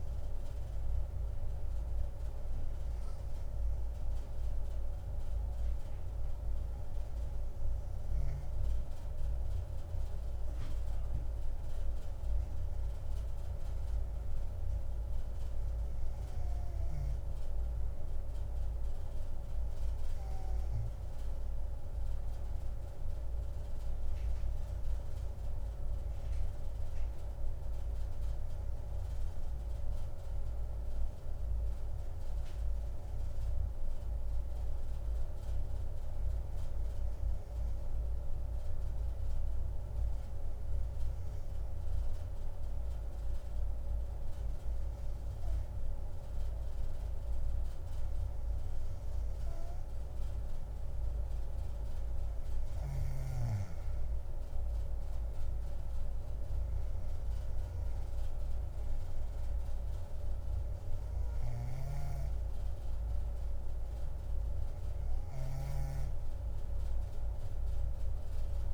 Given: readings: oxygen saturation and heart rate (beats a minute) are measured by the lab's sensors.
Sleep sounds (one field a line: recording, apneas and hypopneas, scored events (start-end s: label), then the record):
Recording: breathing in sleep, hard to hear, by a room microphone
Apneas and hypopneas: none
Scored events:
62.00-66.00 s: snoring (device-marked)
From the record:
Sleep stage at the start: N2 (light sleep)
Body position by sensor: on the back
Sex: female